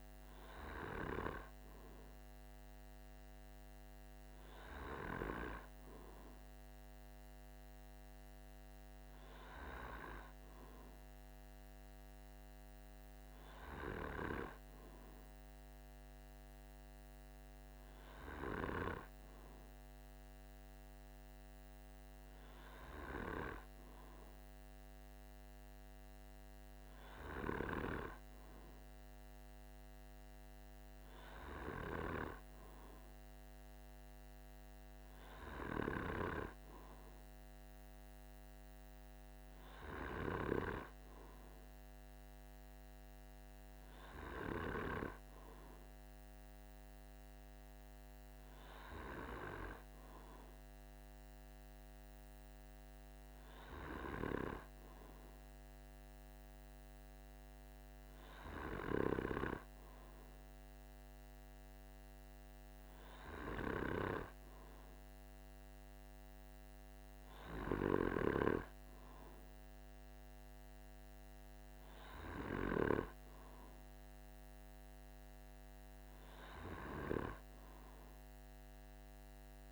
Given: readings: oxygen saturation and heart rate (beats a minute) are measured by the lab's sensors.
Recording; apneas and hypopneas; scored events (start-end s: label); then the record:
breathing in sleep by a microphone on the trachea; none
none scored
From the record:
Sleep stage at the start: N2 (light sleep); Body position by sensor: on the back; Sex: male